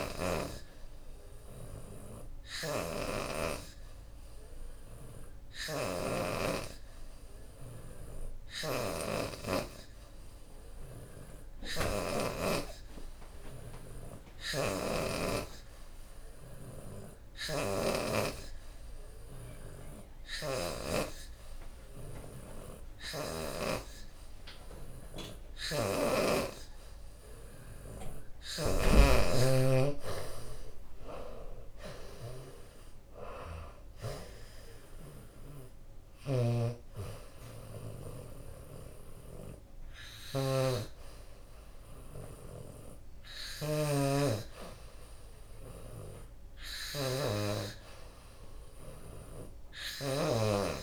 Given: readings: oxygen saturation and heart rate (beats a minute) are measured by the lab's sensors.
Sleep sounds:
breathing in sleep by a room microphone; none
30.00-41.00 s: drop in pulse transit time (device-marked, heart rate 92 before, 91 extreme)
From the record:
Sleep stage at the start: N3 (deep sleep); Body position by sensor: on the back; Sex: female

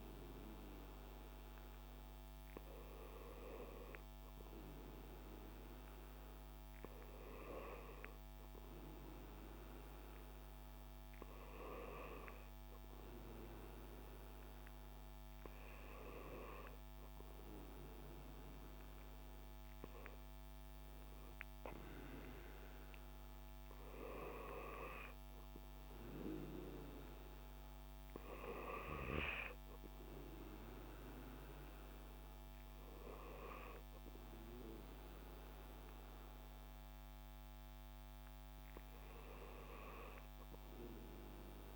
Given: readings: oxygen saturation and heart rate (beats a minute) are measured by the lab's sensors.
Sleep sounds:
breathing in sleep by a microphone on the trachea; none
none scored
From the record:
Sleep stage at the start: N2 (light sleep); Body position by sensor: on the back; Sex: male

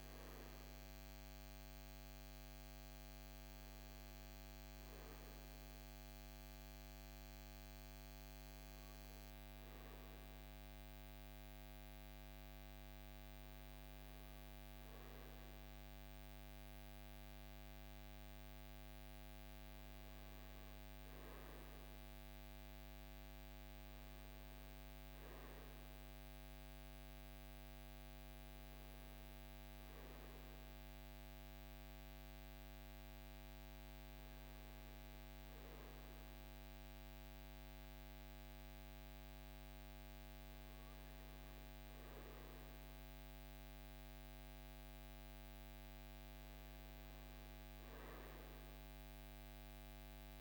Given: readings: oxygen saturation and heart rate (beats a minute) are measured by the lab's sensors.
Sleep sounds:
breathing in sleep, hard to hear, by a microphone on the trachea; none
none scored
From the record:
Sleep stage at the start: N2 (light sleep); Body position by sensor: on the right side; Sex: male

